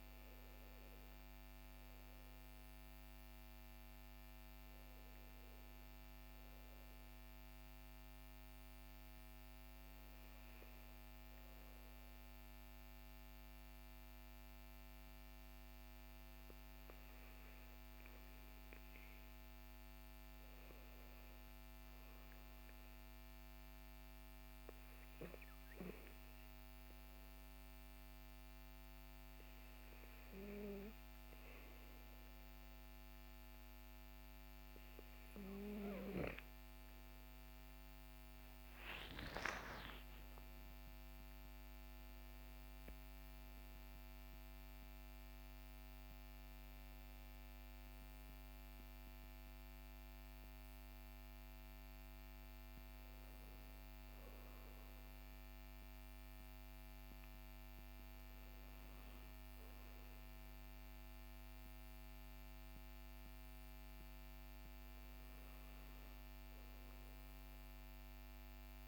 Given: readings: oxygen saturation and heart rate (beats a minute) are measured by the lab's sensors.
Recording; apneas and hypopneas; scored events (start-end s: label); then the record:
breathing in sleep, hard to hear, by a microphone on the trachea; none
35.50-39.00 s: arousal
From the record:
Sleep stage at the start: N2 (light sleep); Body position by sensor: on the back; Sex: male